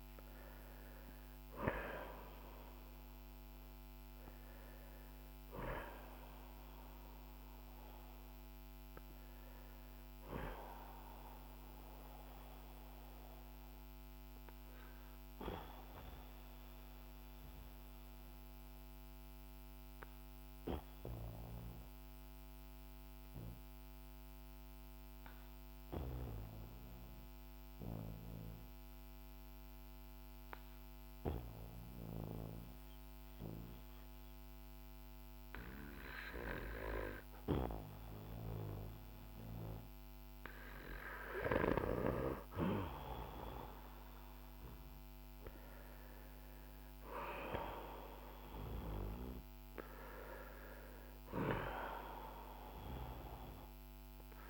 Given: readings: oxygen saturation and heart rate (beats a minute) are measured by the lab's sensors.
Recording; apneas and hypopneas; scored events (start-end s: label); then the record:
breathing in sleep by a microphone on the trachea; 1
0.00-31.50 s: oxygen desaturation (device-marked, oxygen 89% lowest, heart rate 47 extreme)
11.00-41.00 s: obstructive apnea (oxygen 97% before, 89% lowest, heart rate 56 before, 47 extreme, up 12 after)
43.00-48.00 s: arousal
52.50-54.50 s: oxygen desaturation (device-marked, oxygen 96% before, 91% lowest, heart rate 54 before, 44 extreme)
From the record:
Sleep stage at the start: N2 (light sleep); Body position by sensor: on the back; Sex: male